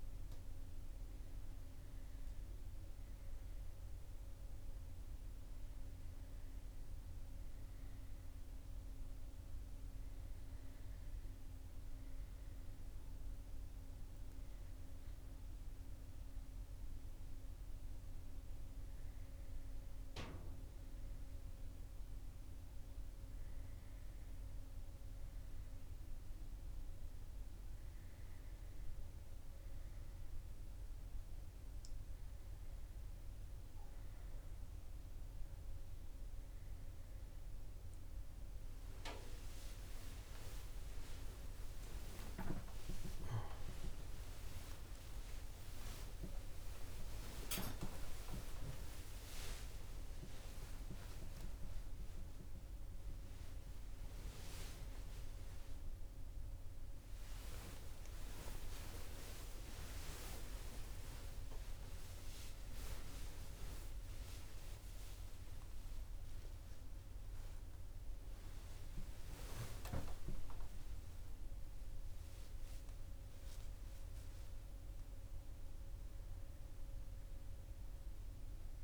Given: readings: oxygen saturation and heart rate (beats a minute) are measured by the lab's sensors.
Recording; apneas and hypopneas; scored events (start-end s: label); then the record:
a person awake in a sleep study, by a room microphone; none
29.00-78.83 s: new sleep stage, awake
From the record:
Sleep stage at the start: N1 (lightest sleep); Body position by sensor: on the back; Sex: male